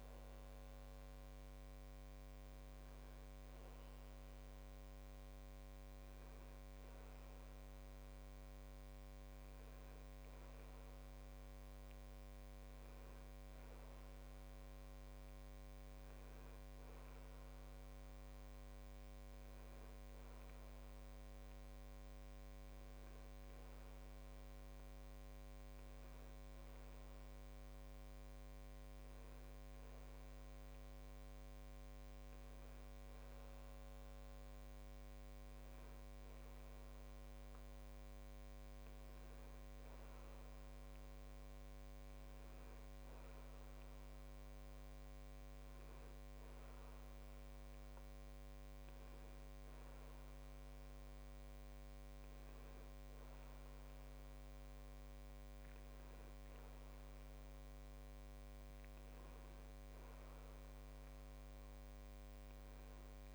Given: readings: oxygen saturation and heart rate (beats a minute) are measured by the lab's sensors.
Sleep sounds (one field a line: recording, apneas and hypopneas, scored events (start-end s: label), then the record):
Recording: breathing in sleep, hard to hear, by a microphone on the trachea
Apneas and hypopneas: none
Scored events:
none scored
From the record:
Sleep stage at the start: N2 (light sleep)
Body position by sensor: on the back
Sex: male